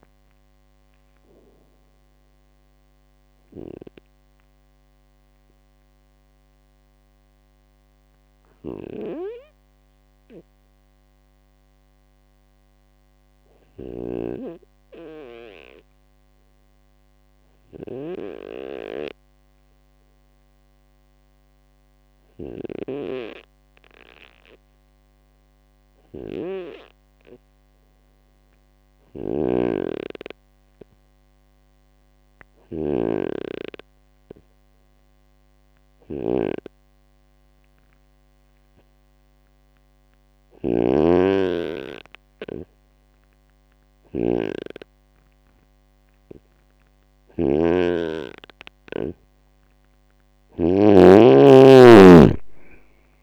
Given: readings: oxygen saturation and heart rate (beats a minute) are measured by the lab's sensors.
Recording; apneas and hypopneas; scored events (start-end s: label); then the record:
breathing in sleep by a microphone on the trachea; 1
3.50-48.50 s: obstructive apnea (oxygen 99% before, 92% lowest, heart rate 75 before, 61 extreme, up 11 after)
13.50-51.00 s: snoring (device-marked)
18.00-25.00 s: oxygen desaturation (device-marked, oxygen 97% before, 92% lowest, heart rate 67 before, 61 extreme)
From the record:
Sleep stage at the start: N2 (light sleep); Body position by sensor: on the right side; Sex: male